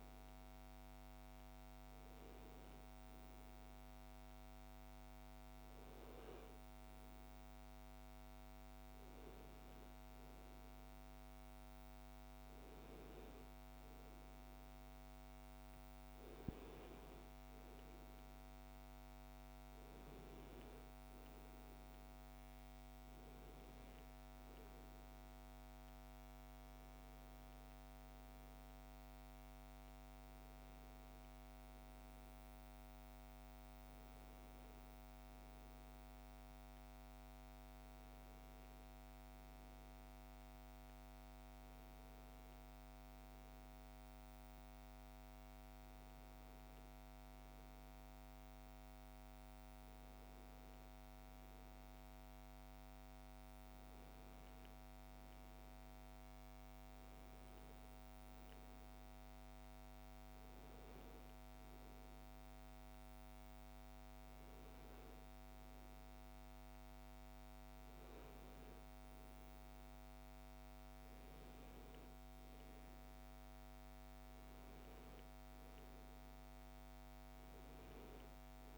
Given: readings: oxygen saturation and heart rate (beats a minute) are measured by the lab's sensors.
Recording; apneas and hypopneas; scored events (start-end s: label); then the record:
a person awake in a sleep study, hard to hear, by a microphone on the trachea; none
none scored
From the record:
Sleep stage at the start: awake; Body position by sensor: on the back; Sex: female